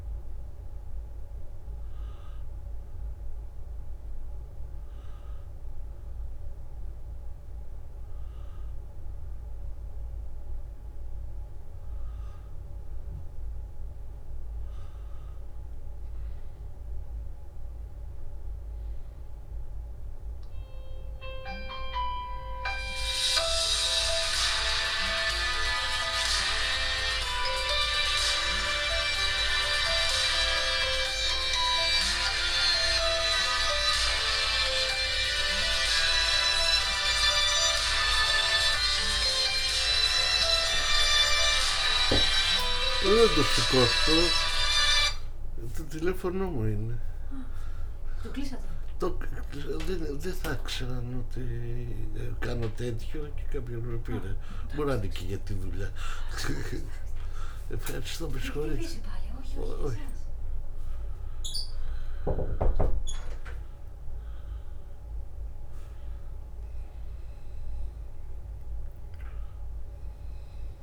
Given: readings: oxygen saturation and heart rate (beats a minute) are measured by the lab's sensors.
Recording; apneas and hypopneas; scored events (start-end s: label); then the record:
a person awake in a sleep study, by a room microphone; none
46.00-50.00 s: snoring (device-marked)
53.00-56.00 s: leg movement (device-marked)
From the record:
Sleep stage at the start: awake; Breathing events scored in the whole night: 390 in 4.1 hours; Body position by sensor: on the back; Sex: male